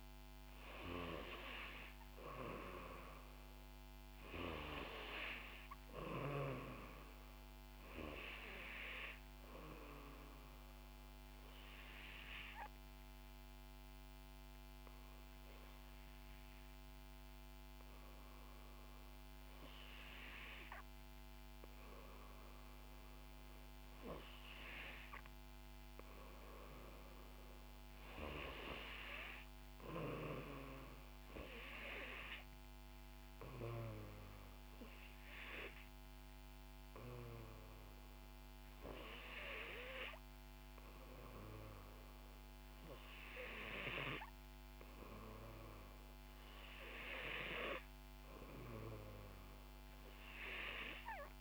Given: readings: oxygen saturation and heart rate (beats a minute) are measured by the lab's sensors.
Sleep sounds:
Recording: breathing in sleep by a microphone on the trachea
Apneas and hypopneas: 1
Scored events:
9.50-19.50 s: obstructive apnea (oxygen 92% before, 89% lowest, heart rate 65 before, 59 extreme, up 3 after)
23.00-26.00 s: arousal
From the record:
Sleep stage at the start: N3 (deep sleep)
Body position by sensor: on the back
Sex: female

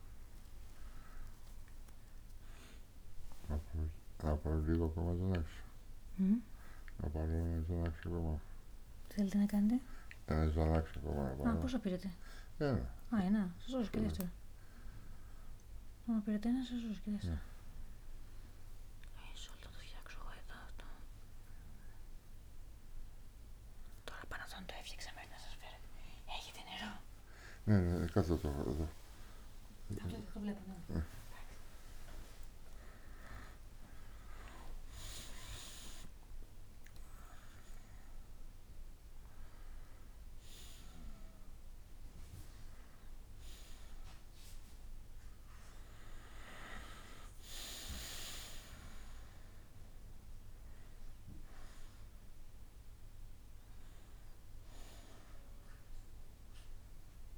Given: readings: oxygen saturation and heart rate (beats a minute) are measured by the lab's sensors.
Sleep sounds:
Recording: a person awake in a sleep study, by a room microphone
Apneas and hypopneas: 1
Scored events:
3.50-27.00 s: hypopnea (oxygen 94% before, 93% lowest, heart rate 69 before, 59 extreme, up 13 after)
23.00-57.38 s: new sleep stage, awake
45.00-49.00 s: bradycardia (device-marked, heart rate 65 before, 59 extreme)
From the record:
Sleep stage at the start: N2 (light sleep)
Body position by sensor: on the back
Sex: male

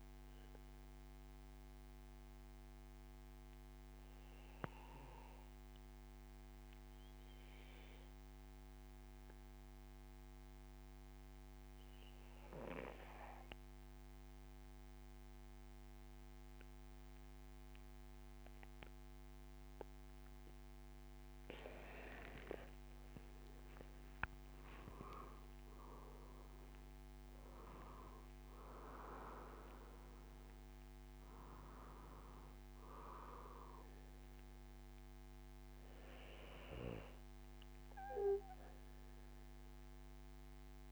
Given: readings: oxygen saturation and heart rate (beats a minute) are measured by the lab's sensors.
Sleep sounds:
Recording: breathing in sleep by a microphone on the trachea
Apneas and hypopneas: 1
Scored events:
0.50-20.00 s: mixed apnea (oxygen 99% before, 93% lowest, heart rate 79 before, 65 extreme, up 13 after)
17.00-40.92 s: oxygen desaturation (device-marked, oxygen 99% before, 93% lowest, heart rate 73 before, 65 extreme)
22.50-26.50 s: arousal
From the record:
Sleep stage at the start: N2 (light sleep)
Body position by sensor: on the back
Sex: male

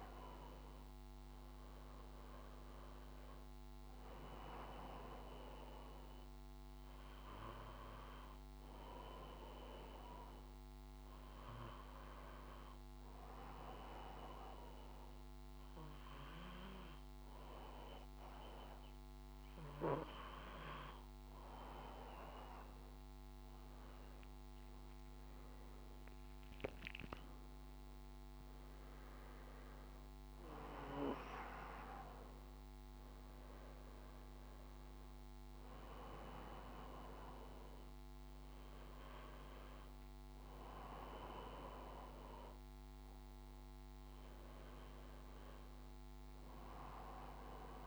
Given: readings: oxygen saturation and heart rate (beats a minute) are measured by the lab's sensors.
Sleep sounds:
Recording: breathing in sleep by a microphone on the trachea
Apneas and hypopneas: none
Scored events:
42.50-47.87 s: new sleep stage, N2 (light sleep)
From the record:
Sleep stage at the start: N1 (lightest sleep)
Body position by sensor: on the front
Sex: male

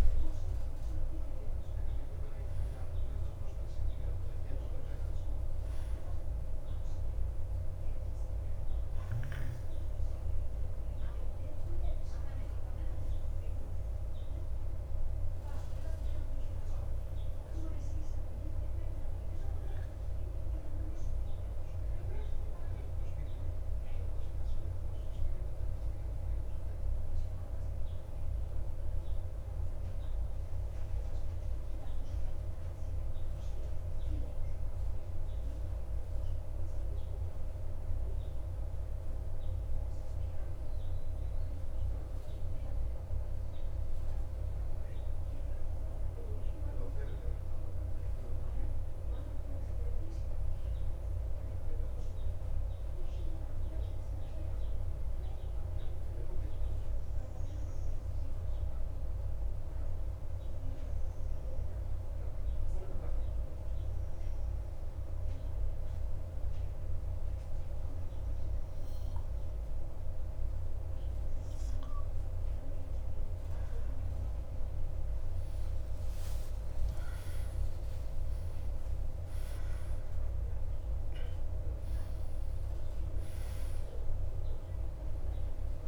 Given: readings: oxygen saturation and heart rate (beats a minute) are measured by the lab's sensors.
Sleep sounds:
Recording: breathing in sleep, hard to hear, by a room microphone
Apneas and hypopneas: 1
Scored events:
10.50-43.50 s: oxygen desaturation (device-marked, oxygen 93% before, 89% lowest, heart rate 54 before, 47 extreme)
22.00-70.50 s: mixed apnea (oxygen 94% before, 88% lowest, heart rate 55 before, 47 extreme, up 9 after)
67.50-85.88 s: oxygen desaturation (device-marked, oxygen 96% before, 91% lowest, heart rate 51 before, 51 extreme)
75.00-80.00 s: arousal
From the record:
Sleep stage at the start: N2 (light sleep)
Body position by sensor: on the back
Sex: male

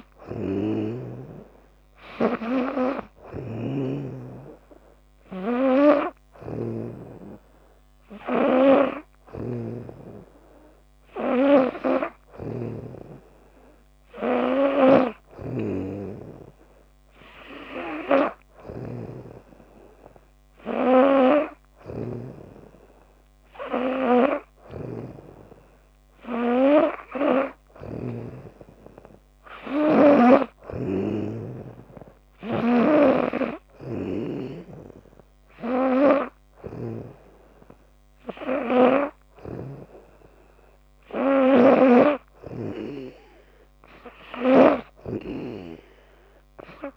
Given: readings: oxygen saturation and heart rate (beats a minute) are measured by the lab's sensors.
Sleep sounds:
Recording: breathing in sleep by a microphone on the trachea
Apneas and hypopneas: none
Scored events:
0.00-12.50 s: snoring (device-marked)
14.50-28.00 s: snoring (device-marked)
32.50-45.50 s: snoring (device-marked)
From the record:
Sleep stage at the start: N2 (light sleep)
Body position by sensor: on the back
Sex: female

